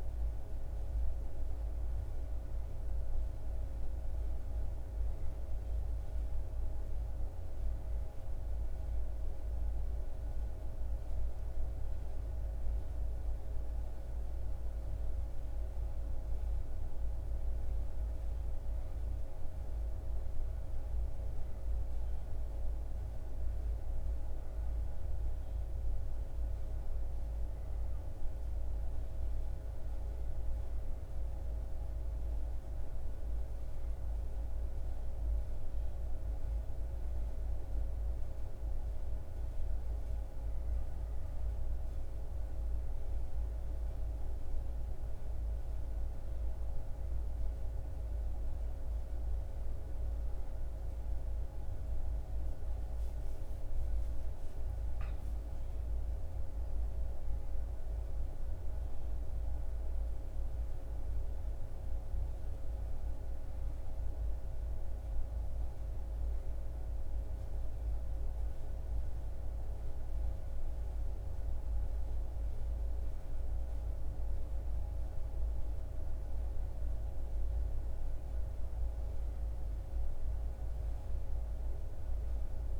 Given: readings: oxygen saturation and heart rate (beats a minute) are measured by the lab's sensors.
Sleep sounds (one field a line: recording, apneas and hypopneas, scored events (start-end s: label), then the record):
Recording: breathing in sleep, hard to hear, by a room microphone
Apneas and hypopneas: none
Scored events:
none scored
From the record:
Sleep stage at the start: N2 (light sleep)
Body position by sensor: on the back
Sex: male